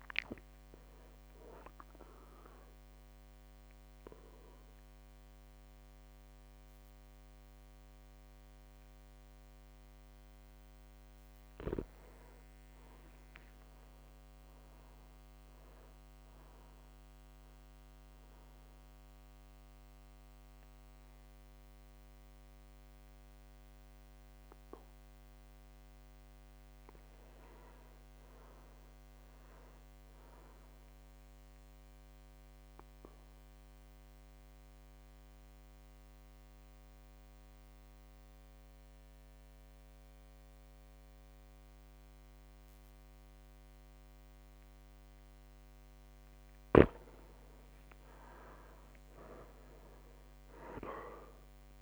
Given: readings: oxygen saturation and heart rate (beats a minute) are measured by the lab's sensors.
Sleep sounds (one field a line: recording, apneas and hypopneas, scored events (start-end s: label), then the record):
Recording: breathing in sleep by a microphone on the trachea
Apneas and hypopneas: 3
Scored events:
0.00-9.50 s: drop in pulse transit time (device-marked, heart rate 57 extreme)
0.00-17.50 s: oxygen desaturation (device-marked, oxygen 94% lowest, heart rate 56 extreme)
1.50-12.00 s: obstructive apnea (oxygen 100% before, 94% lowest, heart rate 59 before, 56 extreme, up 3 after)
13.50-15.50 s: arousal
17.00-27.00 s: obstructive apnea (oxygen 99% before, 95% lowest, heart rate 58 before, 56 extreme, up 3 after)
28.50-31.00 s: arousal
33.50-46.00 s: obstructive apnea (oxygen 100% before, 95% lowest, heart rate 58 before, 55 extreme, up 4 after)
47.50-50.50 s: arousal
From the record:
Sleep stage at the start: REM sleep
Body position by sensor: on the back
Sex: male